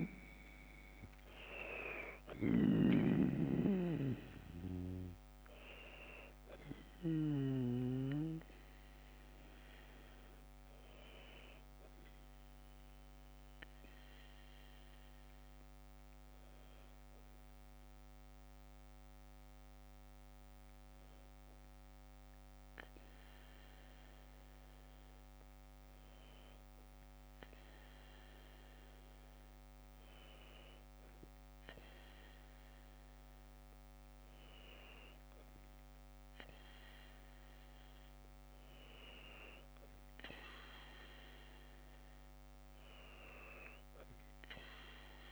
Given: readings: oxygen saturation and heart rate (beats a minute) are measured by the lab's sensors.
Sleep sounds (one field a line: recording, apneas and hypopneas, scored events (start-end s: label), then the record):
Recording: breathing in sleep by a microphone on the trachea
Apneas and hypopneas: none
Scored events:
0.00-2.50 s: snoring (device-marked)
0.00-20.00 s: oxygen desaturation (device-marked, oxygen 90% lowest, heart rate 48 extreme)
From the record:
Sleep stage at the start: N2 (light sleep)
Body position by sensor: on the left side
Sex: female